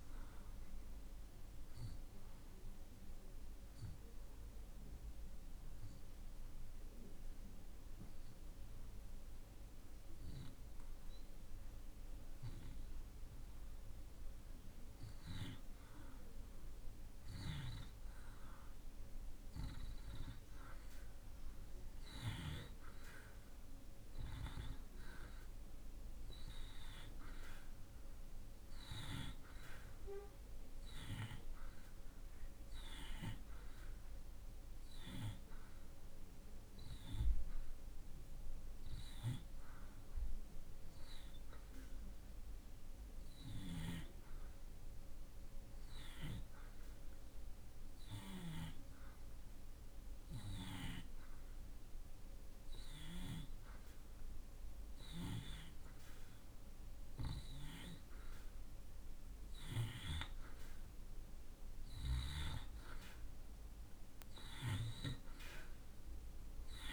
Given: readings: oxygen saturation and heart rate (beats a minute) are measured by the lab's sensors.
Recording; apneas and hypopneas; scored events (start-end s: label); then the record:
breathing in sleep by a room microphone; 2
0.00-17.00 s: oxygen desaturation (device-marked, oxygen 84% lowest)
1.50-14.00 s: obstructive apnea (oxygen 94% before, 84% lowest)
18.00-23.00 s: arousal
28.00-48.00 s: oxygen desaturation (device-marked, oxygen 98% before, 85% lowest)
34.50-58.00 s: hypopnea (oxygen 98% before, 85% lowest)
58.00-66.93 s: oxygen desaturation (device-marked, oxygen 91% before, 86% lowest)
64.50-66.93 s: arousal
From the record:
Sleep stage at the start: N2 (light sleep); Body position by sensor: on the back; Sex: male